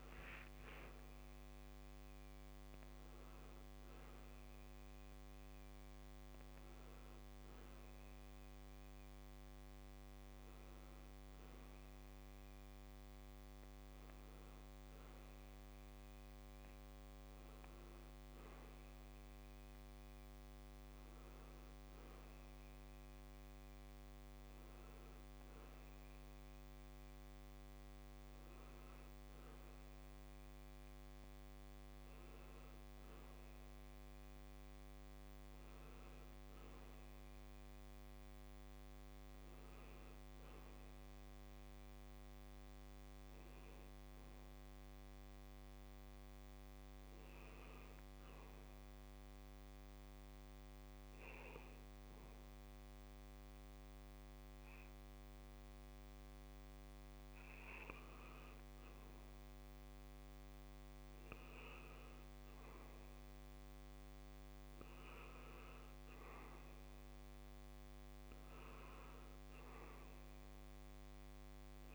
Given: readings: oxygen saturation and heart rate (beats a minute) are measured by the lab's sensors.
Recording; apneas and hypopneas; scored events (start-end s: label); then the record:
breathing in sleep, hard to hear, by a microphone on the trachea; 1
43.00-71.95 s: new sleep stage, N2 (light sleep)
46.50-58.00 s: hypopnea (oxygen 92% before, 86% lowest, heart rate 70 before, 69 extreme, up 1 after)
59.00-71.95 s: oxygen desaturation (device-marked, oxygen 91% before, 86% lowest, heart rate 69 before, 69 extreme)
60.00-63.50 s: arousal
From the record:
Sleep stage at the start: N1 (lightest sleep); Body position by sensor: on the back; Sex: male